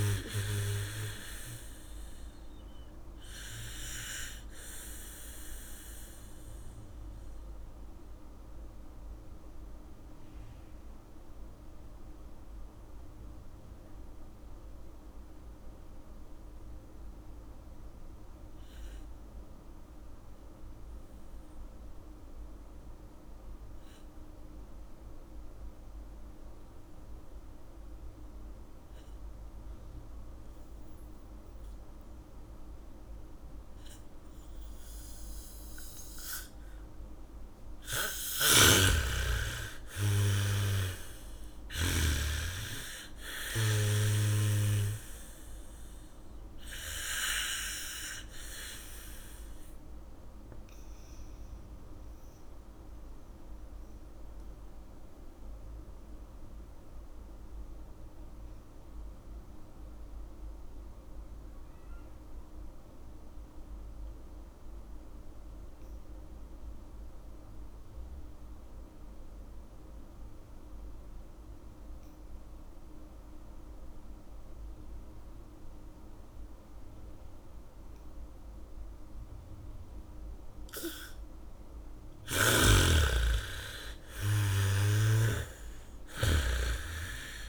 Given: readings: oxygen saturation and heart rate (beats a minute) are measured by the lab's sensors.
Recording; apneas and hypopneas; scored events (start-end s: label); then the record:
breathing in sleep by a room microphone; 2
0.00-16.50 s: oxygen desaturation (device-marked, oxygen 81% lowest, heart rate 45 extreme)
4.50-37.50 s: mixed apnea (oxygen 99% before, 79% lowest, heart rate 64 before, 46 extreme)
30.50-43.50 s: bradycardia (device-marked, heart rate 74 before, 46 extreme)
32.50-63.50 s: oxygen desaturation (device-marked, oxygen 99% before, 79% lowest, heart rate 71 before, 46 extreme)
39.00-42.50 s: snoring (device-marked)
40.00-44.50 s: arousal
50.50-80.50 s: mixed apnea (oxygen 99% before, 79% lowest, heart rate 60 before, 49 extreme, up 1 after)
77.50-87.48 s: oxygen desaturation (device-marked, oxygen 99% before, 79% lowest, heart rate 73 before, 49 extreme)
78.50-87.48 s: bradycardia (device-marked, heart rate 74 before, 49 extreme)
82.00-86.50 s: arousal
82.50-86.00 s: snoring (device-marked)
From the record:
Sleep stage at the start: N2 (light sleep); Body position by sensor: on the back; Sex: female